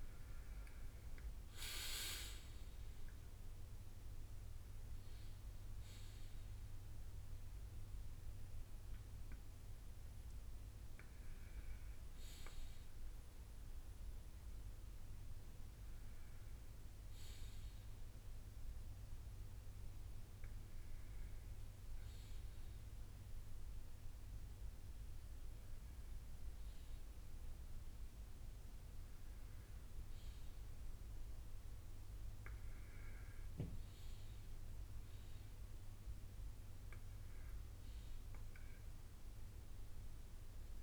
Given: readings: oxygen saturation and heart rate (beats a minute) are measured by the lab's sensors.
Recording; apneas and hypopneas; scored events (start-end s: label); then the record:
breathing in sleep, hard to hear, by a room microphone; none
0.00-1.50 s: arousal
1.50-15.50 s: drop in pulse transit time (device-marked, heart rate 65 before, 66 extreme)
From the record:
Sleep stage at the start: N1 (lightest sleep); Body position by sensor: on the right side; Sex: male